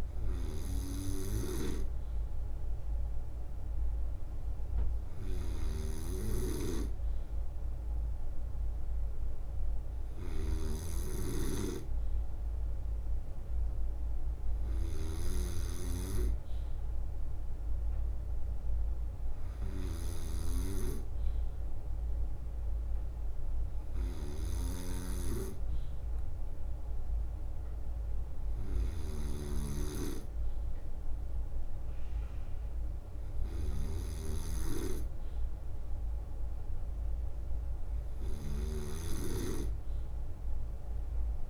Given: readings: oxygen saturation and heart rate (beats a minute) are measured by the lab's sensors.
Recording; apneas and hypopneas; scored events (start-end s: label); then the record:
breathing in sleep by a room microphone; none
0.00-41.50 s: snoring (device-marked)
40.00-41.50 s: leg movement (device-marked)
From the record:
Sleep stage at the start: N2 (light sleep); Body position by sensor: on the right side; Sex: male